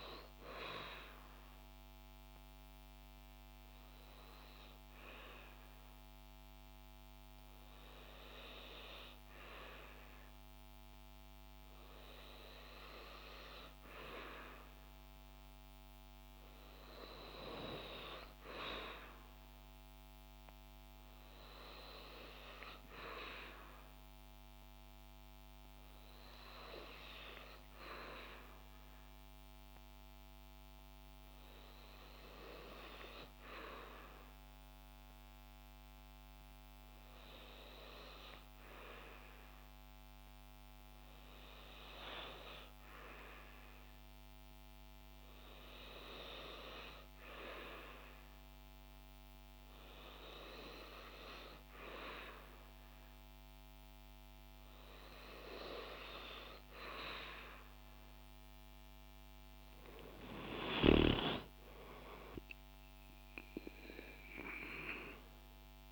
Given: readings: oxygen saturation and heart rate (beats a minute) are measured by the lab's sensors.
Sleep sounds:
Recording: breathing in sleep by a microphone on the trachea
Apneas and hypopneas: 1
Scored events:
31.50-54.50 s: hypopnea (oxygen 93% before, 89% lowest, heart rate 57 before, 56 extreme, up 6 after)
From the record:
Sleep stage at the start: N2 (light sleep)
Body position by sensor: on the back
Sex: female

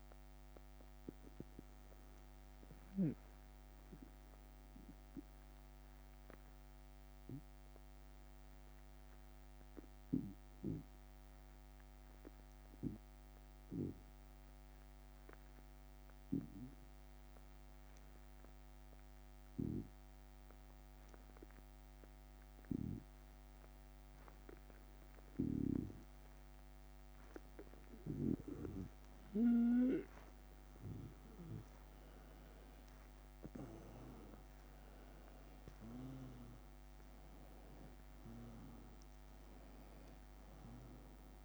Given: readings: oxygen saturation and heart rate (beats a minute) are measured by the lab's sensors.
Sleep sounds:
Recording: breathing in sleep by a microphone on the trachea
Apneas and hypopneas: 1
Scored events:
0.00-1.00 s: oxygen desaturation (device-marked, oxygen 91% lowest, heart rate 75 extreme)
1.50-28.00 s: obstructive apnea (oxygen 96% before, 92% lowest, heart rate 85 before, 76 extreme, up 5 after)
30.00-41.45 s: oxygen desaturation (device-marked, oxygen 96% before, 92% lowest, heart rate 78 before, 75 extreme)
30.50-35.50 s: arousal
From the record:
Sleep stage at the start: N2 (light sleep)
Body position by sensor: on the right side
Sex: male

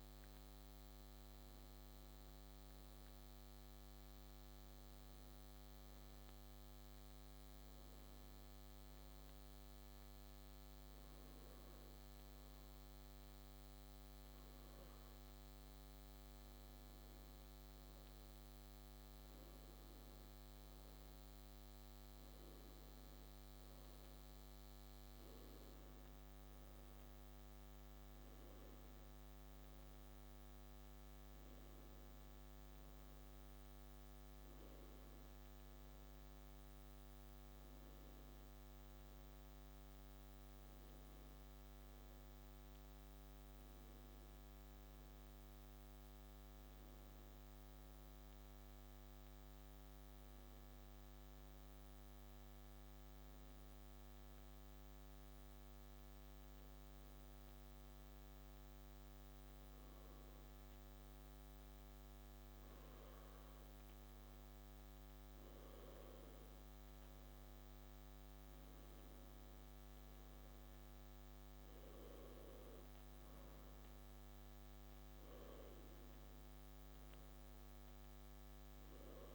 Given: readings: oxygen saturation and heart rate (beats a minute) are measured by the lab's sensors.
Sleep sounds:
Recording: breathing in sleep, hard to hear, by a microphone on the trachea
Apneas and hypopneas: 2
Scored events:
4.00-16.00 s: hypopnea (oxygen 96% before, 94% lowest, heart rate 132 before, 66 extreme, up 45 after)
18.00-22.50 s: arousal
20.50-79.35 s: new sleep stage, N2 (light sleep)
51.50-65.00 s: hypopnea (oxygen 96% before, 94% lowest, heart rate 119 before, 92 extreme, up 23 after)
66.50-70.50 s: arousal
From the record:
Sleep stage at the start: N1 (lightest sleep)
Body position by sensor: on the back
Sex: male

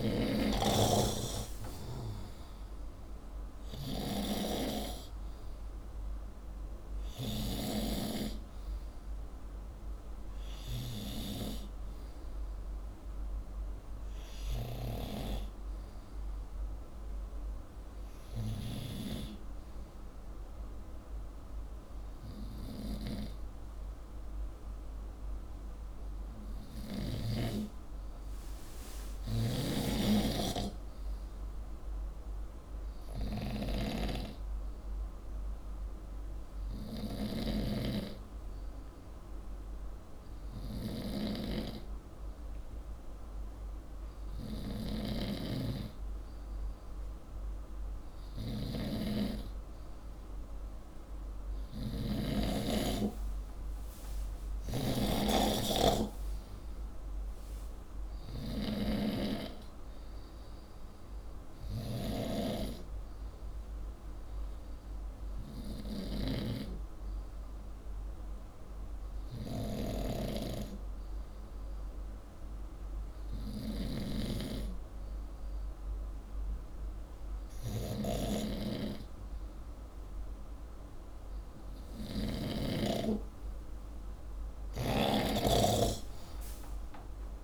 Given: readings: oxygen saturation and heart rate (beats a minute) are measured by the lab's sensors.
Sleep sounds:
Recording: breathing in sleep by a room microphone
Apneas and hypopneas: none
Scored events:
0.00-7.50 s: snoring (device-marked)
1.00-13.00 s: oxygen desaturation (device-marked, oxygen 97% before, 93% lowest, heart rate 63 before, 60 extreme)
29.00-82.50 s: snoring (device-marked)
51.00-65.00 s: oxygen desaturation (device-marked, oxygen 97% before, 92% lowest, heart rate 65 before, 62 extreme)
84.50-87.44 s: snoring (device-marked)
From the record:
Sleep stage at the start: N2 (light sleep)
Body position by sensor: upright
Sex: male

